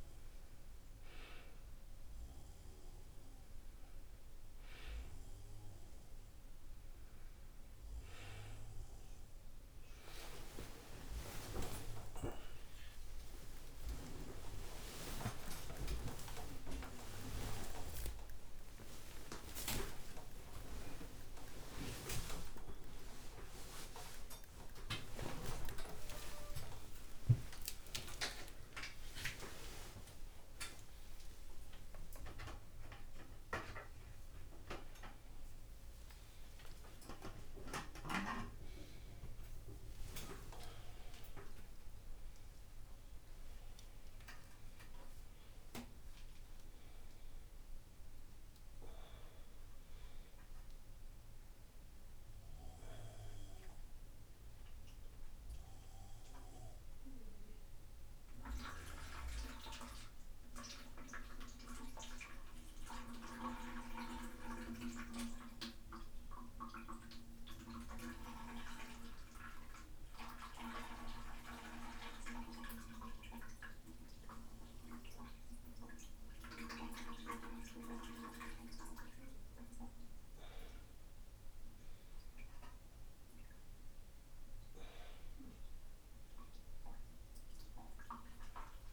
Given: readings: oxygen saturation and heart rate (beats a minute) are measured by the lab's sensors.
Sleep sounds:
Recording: a person awake in a sleep study, by a room microphone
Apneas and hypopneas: none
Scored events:
34.50-42.50 s: oxygen desaturation (device-marked, oxygen 98% before, 95% lowest, heart rate 79 before, 60 extreme)
From the record:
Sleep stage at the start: awake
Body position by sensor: upright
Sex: male

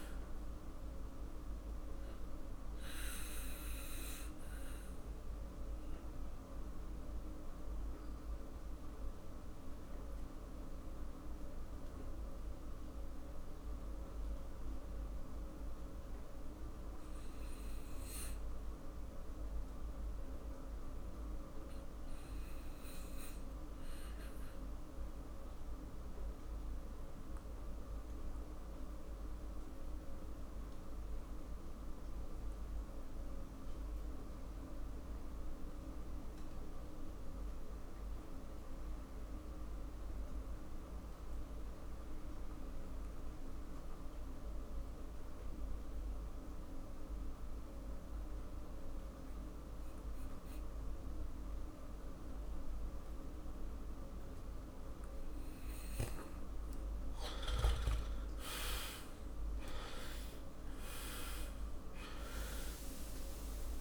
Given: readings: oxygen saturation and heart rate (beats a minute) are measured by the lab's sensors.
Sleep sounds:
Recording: breathing in sleep, hard to hear, by a room microphone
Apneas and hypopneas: 1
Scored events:
2.50-56.50 s: mixed apnea (oxygen 98% before, 81% lowest, heart rate 51 before, 41 extreme, up 16 after)
22.50-44.50 s: oxygen desaturation (device-marked, oxygen 97% before, 85% lowest, heart rate 48 before, 41 extreme)
58.50-63.50 s: arousal
From the record:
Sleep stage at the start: REM sleep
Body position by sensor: on the back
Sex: male

